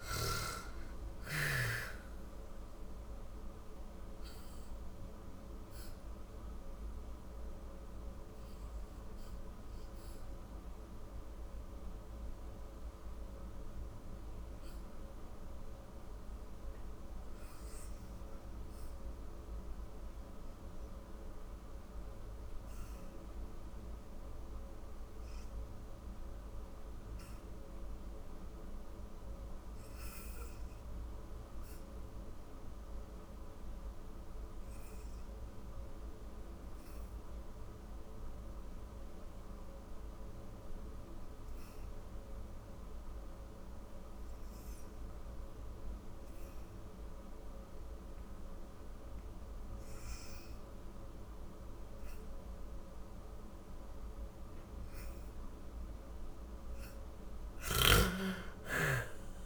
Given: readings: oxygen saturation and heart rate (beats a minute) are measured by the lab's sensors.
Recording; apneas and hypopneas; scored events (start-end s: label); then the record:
breathing in sleep, hard to hear, by a room microphone; 1
0.00-1.00 s: arousal
0.00-26.50 s: oxygen desaturation (device-marked, oxygen 72% lowest, heart rate 32 extreme)
3.50-55.00 s: obstructive apnea (oxygen 95% before, 57% lowest, heart rate 56 before, 32 extreme, up 54 after)
37.50-59.46 s: oxygen desaturation (device-marked, oxygen 93% before, 57% lowest, heart rate 47 before, 32 extreme)
56.50-59.46 s: arousal
From the record:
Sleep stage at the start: REM sleep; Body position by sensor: on the back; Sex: female